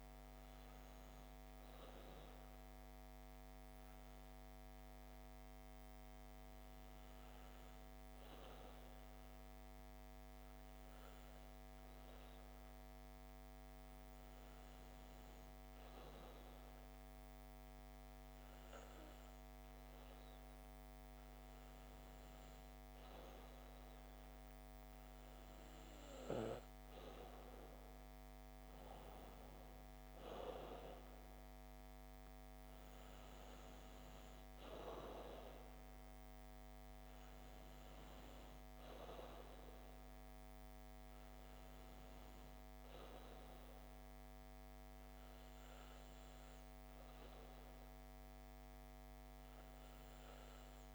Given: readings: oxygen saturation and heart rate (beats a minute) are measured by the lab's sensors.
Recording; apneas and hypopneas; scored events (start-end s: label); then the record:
breathing in sleep, hard to hear, by a microphone on the trachea; 1
3.50-22.00 s: hypopnea (oxygen 96% before, 95% lowest)
23.50-26.50 s: arousal
From the record:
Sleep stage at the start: N2 (light sleep); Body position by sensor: on the back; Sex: female